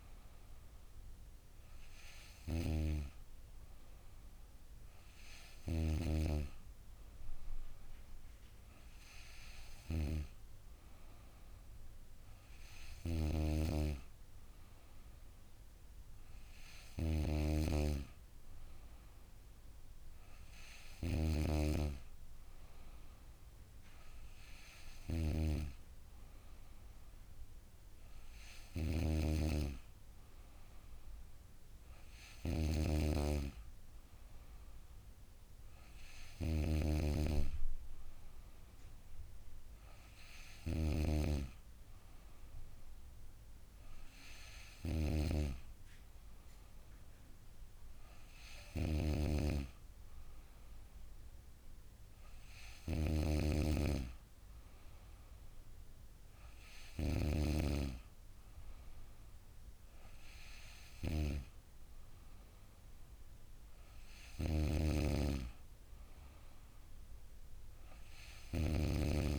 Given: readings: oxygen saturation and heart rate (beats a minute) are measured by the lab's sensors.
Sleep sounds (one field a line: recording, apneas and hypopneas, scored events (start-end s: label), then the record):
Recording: breathing in sleep by a room microphone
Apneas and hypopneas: none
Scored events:
64.50-69.39 s: snoring (device-marked)
From the record:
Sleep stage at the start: N2 (light sleep)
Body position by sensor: on the back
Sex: female